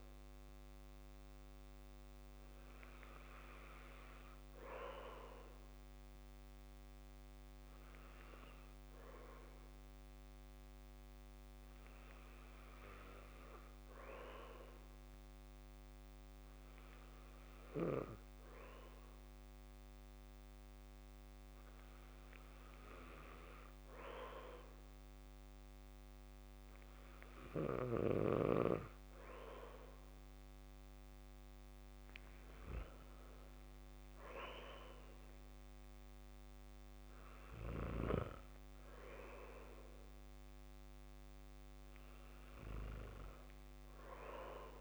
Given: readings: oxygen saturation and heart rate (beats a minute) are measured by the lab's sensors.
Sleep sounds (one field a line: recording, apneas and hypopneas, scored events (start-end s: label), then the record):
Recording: breathing in sleep by a microphone on the trachea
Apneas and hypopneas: none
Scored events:
none scored
From the record:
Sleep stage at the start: N2 (light sleep)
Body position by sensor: on the back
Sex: male